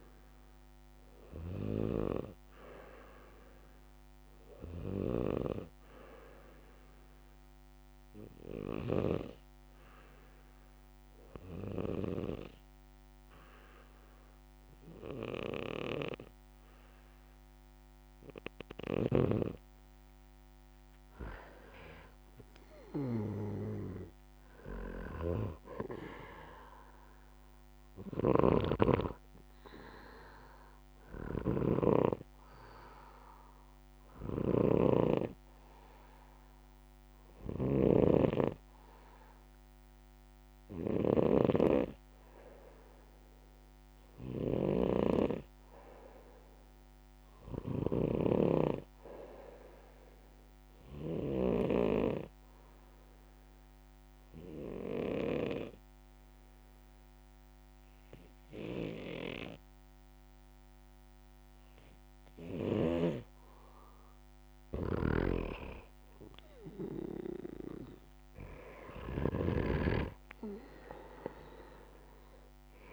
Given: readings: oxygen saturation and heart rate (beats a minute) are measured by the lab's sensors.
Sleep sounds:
breathing in sleep by a microphone on the trachea; 3
5.00-9.50 s: snoring (device-marked)
8.00-19.50 s: obstructive apnea (oxygen 95% before, 92% lowest, heart rate 68 before, 64 extreme, up 7 after)
21.00-24.50 s: arousal
23.50-34.50 s: oxygen desaturation (device-marked, oxygen 95% before, 92% lowest, heart rate 67 before, 64 extreme)
28.00-52.00 s: snoring (device-marked)
30.00-40.50 s: hypopnea (oxygen 95% before, 92% lowest, heart rate 69 before, 64 extreme, up 2 after)
42.00-46.00 s: arousal
51.50-64.00 s: obstructive apnea (oxygen 97% before, 92% lowest, heart rate 66 before, 63 extreme, up 5 after)
65.00-70.00 s: snoring (device-marked)
66.00-69.00 s: arousal
69.50-72.93 s: oxygen desaturation (device-marked, oxygen 95% before, 92% lowest, heart rate 69 before, 63 extreme)
From the record:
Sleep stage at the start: N2 (light sleep); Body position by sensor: on the back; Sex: male

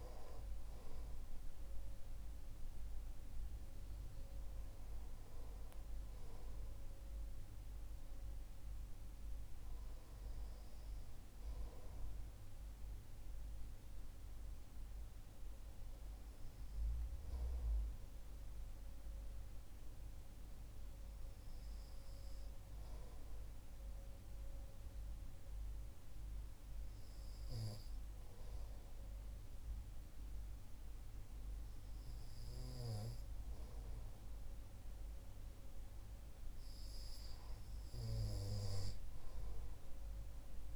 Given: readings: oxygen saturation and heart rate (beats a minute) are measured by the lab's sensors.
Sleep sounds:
breathing in sleep by a room microphone; none
none scored
From the record:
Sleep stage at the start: REM sleep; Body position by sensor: on the right side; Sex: male

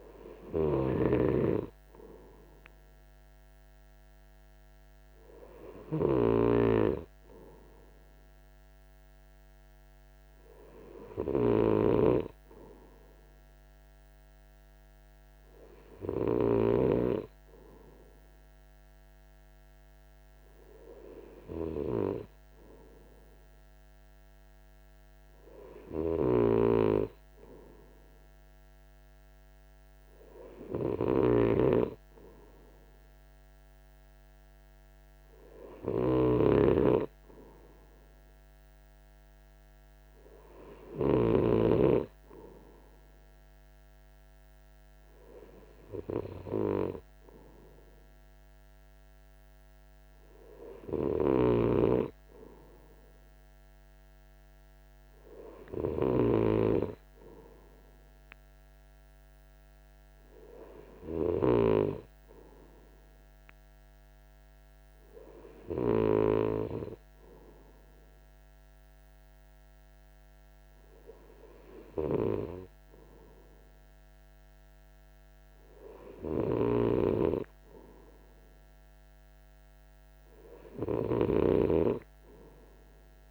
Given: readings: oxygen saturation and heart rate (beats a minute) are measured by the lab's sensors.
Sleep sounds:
breathing in sleep by a microphone on the trachea; none
none scored
From the record:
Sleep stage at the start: N2 (light sleep); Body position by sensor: on the right side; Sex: male

